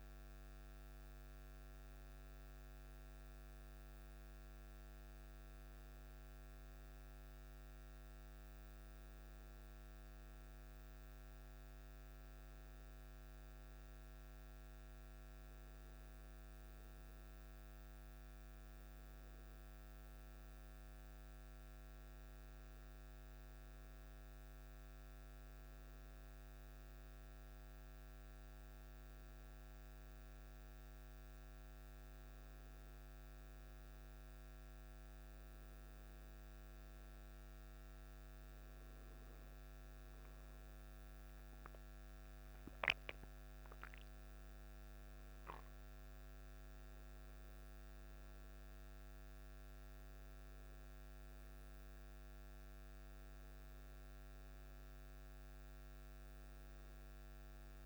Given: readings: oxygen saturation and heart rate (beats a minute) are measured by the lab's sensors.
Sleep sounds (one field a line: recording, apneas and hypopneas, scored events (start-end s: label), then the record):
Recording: a person awake in a sleep study, hard to hear, by a microphone on the trachea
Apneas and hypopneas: none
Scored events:
none scored
From the record:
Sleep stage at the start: awake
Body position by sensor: on the back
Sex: male